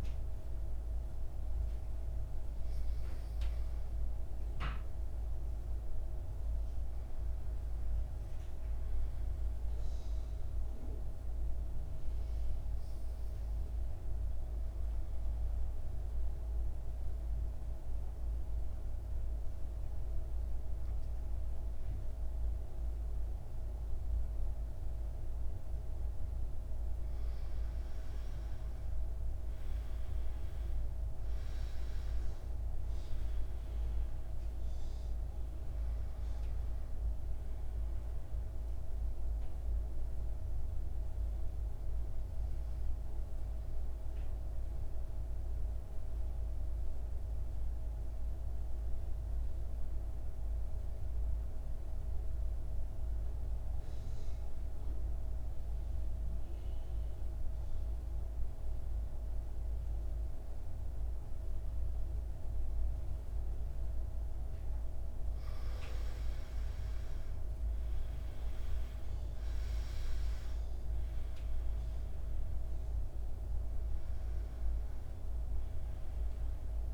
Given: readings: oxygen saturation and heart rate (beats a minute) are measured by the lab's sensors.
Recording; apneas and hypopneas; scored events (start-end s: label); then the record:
breathing in sleep, hard to hear, by a room microphone; 2
1.50-4.50 s: arousal
12.00-25.00 s: obstructive apnea (oxygen 98% before, 86% lowest, heart rate 61 before, 52 extreme, up 12 after)
27.50-32.00 s: arousal
33.00-54.00 s: oxygen desaturation (device-marked, oxygen 97% before, 90% lowest, heart rate 57 before, 52 extreme)
43.00-64.00 s: mixed apnea (oxygen 97% before, 84% lowest, heart rate 61 before, 53 extreme, up 6 after)
64.00-76.94 s: oxygen desaturation (device-marked, oxygen 100% before, 84% lowest, heart rate 56 before, 53 extreme)
65.50-69.00 s: arousal
From the record:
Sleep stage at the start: N2 (light sleep); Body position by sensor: on the back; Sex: male